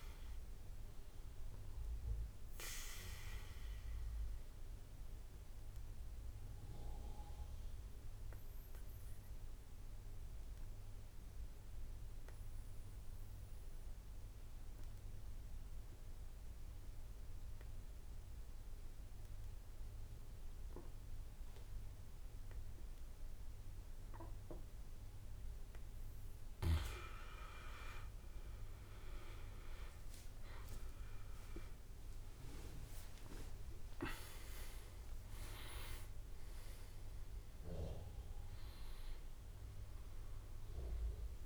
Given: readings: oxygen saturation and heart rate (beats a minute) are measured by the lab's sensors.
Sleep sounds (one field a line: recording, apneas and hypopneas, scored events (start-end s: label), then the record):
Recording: breathing in sleep by a room microphone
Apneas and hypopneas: 1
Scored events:
0.00-6.50 s: drop in pulse transit time (device-marked, heart rate 52 extreme)
0.00-18.50 s: oxygen desaturation (device-marked, oxygen 84% lowest, heart rate 47 extreme)
1.00-25.50 s: obstructive apnea (oxygen 100% before, 84% lowest, heart rate 60 before, 47 extreme, up 18 after)
29.50-33.00 s: arousal
33.50-41.46 s: drop in pulse transit time (device-marked, heart rate 55 before, 56 extreme)
37.50-41.46 s: oxygen desaturation (device-marked, oxygen 94% before, 87% lowest, heart rate 59 before, 47 extreme)
From the record:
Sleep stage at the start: N2 (light sleep)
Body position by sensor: on the back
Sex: male